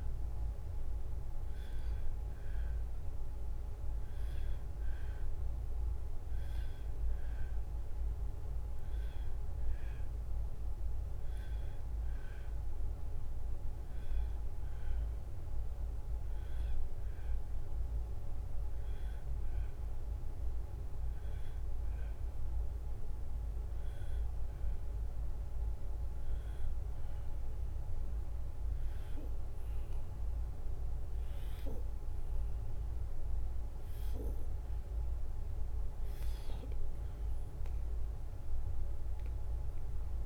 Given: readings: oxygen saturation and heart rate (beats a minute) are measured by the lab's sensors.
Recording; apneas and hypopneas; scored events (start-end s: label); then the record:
breathing in sleep, hard to hear, by a room microphone; 1
13.00-33.50 s: hypopnea (oxygen 95% before, 88% lowest, heart rate 74 before, 73 extreme, up 1 after)
From the record:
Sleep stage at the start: N2 (light sleep); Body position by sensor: on the back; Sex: male